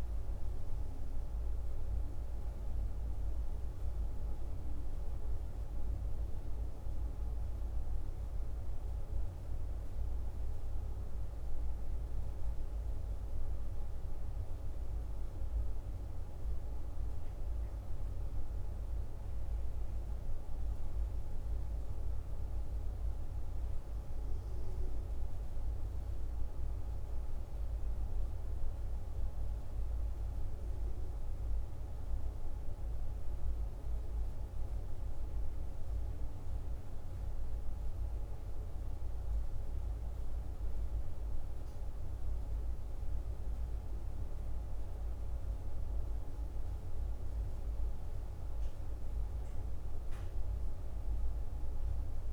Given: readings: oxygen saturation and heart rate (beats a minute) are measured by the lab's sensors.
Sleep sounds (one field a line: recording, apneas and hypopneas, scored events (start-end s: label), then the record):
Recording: breathing in sleep, hard to hear, by a room microphone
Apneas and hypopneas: none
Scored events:
19.50-24.00 s: arousal
From the record:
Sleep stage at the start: N1 (lightest sleep)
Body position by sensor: on the back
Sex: male